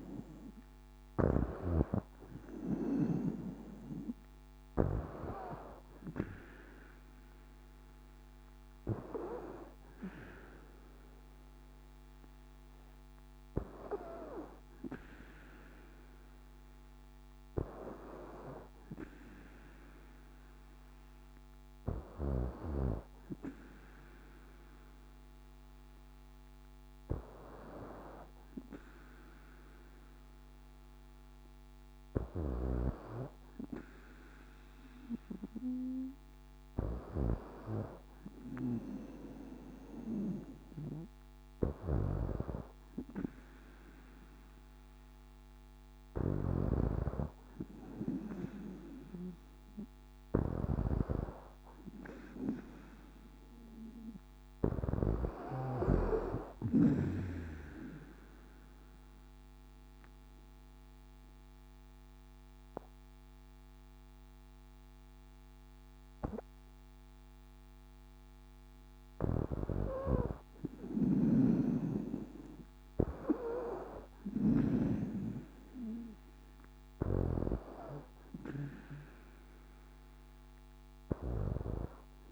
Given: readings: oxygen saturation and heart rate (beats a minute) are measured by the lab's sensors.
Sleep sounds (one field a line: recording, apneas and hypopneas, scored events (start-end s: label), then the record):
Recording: breathing in sleep by a microphone on the trachea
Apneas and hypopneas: 1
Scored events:
0.00-3.00 s: snoring (device-marked)
46.00-55.50 s: snoring (device-marked)
57.00-69.00 s: obstructive apnea (oxygen 96% before, 93% lowest, heart rate 63 before, 59 extreme, up 3 after)
70.50-74.50 s: snoring (device-marked)
72.50-75.50 s: arousal
From the record:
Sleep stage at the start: N2 (light sleep)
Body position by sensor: on the back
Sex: female